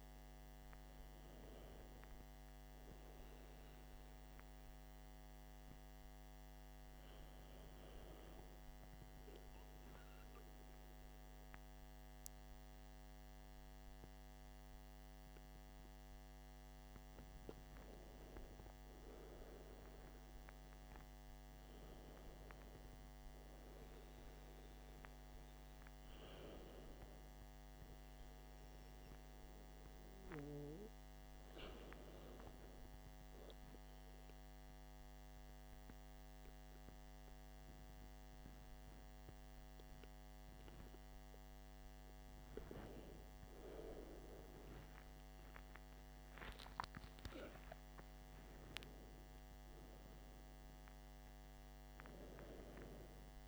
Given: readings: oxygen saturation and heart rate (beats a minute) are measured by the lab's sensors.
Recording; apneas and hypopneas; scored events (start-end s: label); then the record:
breathing in sleep by a microphone on the trachea; 1
26.50-30.50 s: arousal
33.50-43.50 s: mixed apnea (oxygen 95% before, 94% lowest, heart rate 60 before, 54 extreme, up 10 after)
46.00-50.00 s: arousal
From the record:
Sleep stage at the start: N2 (light sleep); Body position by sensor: on the back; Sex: male